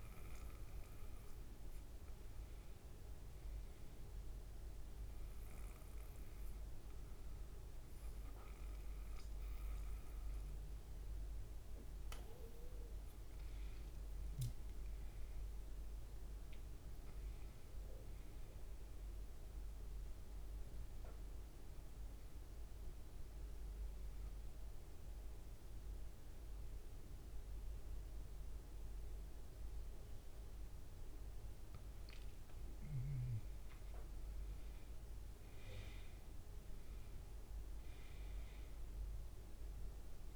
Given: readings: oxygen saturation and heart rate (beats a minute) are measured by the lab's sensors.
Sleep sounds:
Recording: a person awake in a sleep study, hard to hear, by a room microphone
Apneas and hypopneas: none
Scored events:
0.00-10.00 s: oxygen desaturation (device-marked, oxygen 91% lowest, heart rate 76 extreme)
From the record:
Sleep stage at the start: awake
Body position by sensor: on the back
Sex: male

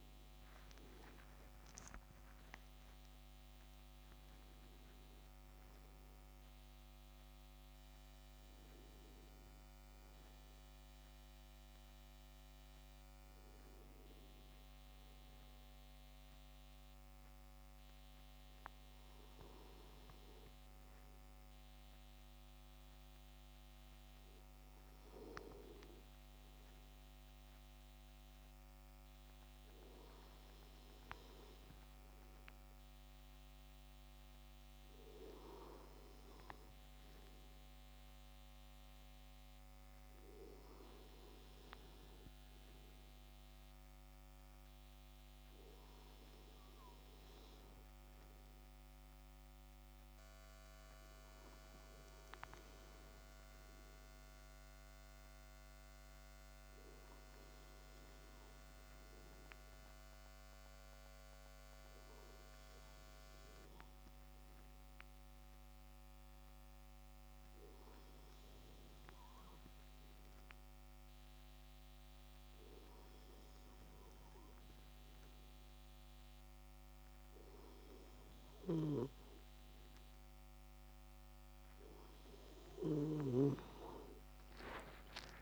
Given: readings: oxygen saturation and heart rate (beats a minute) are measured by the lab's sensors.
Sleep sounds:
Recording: breathing in sleep by a microphone on the trachea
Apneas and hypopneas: 2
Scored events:
14.50-37.50 s: hypopnea (oxygen 96% before, 94% lowest)
18.00-85.42 s: new sleep stage, N2 (light sleep)
42.00-45.50 s: arousal
55.00-78.50 s: hypopnea (oxygen 97% before, 94% lowest)
78.50-83.50 s: snoring (device-marked)
From the record:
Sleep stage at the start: N1 (lightest sleep)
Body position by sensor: on the left side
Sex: male

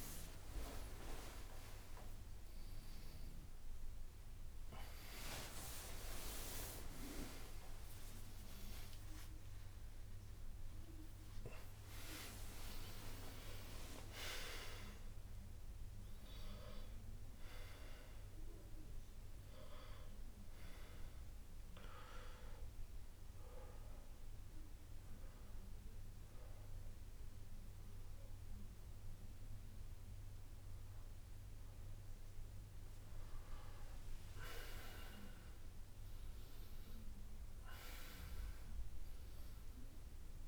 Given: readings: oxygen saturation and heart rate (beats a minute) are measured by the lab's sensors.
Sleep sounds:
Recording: a person awake in a sleep study, by a room microphone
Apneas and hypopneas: none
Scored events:
0.00-6.50 s: oxygen desaturation (device-marked, oxygen 94% lowest, heart rate 75 extreme)
1.50-3.50 s: long interval between heartbeats (device-marked, heart rate 122 before, 95 extreme)
2.50-4.50 s: tachycardia (device-marked, heart rate 94 before, 96 extreme)
5.50-7.50 s: long interval between heartbeats (device-marked, heart rate 120 before, 107 extreme)
10.50-16.50 s: tachycardia (device-marked, heart rate 94 before, 109 extreme)
13.00-15.00 s: long interval between heartbeats (device-marked, heart rate 108 before, 98 extreme)
34.00-36.00 s: long interval between heartbeats (device-marked, heart rate 87 before, 79 extreme)
From the record:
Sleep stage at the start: awake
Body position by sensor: on the back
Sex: male

